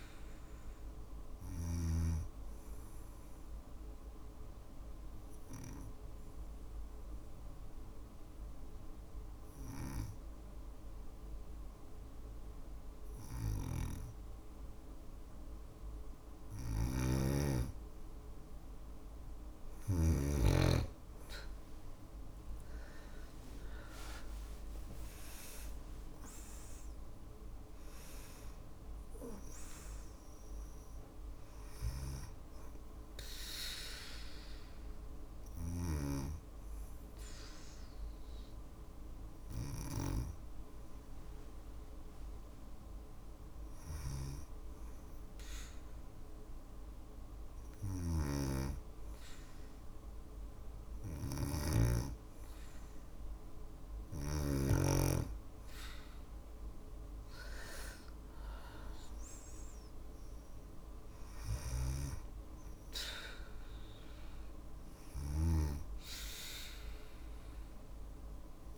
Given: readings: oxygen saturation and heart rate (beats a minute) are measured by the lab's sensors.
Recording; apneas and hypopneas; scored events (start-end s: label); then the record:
breathing in sleep by a room microphone; 2
0.00-13.50 s: oxygen desaturation (device-marked, oxygen 93% lowest, heart rate 54 extreme)
1.50-15.00 s: obstructive apnea (oxygen 98% before, 93% lowest, heart rate 58 before, 54 extreme, up 4 after)
22.00-27.00 s: arousal
25.50-45.50 s: oxygen desaturation (device-marked, oxygen 97% before, 93% lowest, heart rate 57 before, 54 extreme)
34.00-45.00 s: hypopnea (oxygen 97% before, 93% lowest, heart rate 61 before, 55 extreme, up 2 after)
47.00-53.50 s: snoring (device-marked)
55.00-58.50 s: arousal
64.00-68.50 s: snoring (device-marked)
From the record:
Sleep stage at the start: N2 (light sleep); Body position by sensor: on the back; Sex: female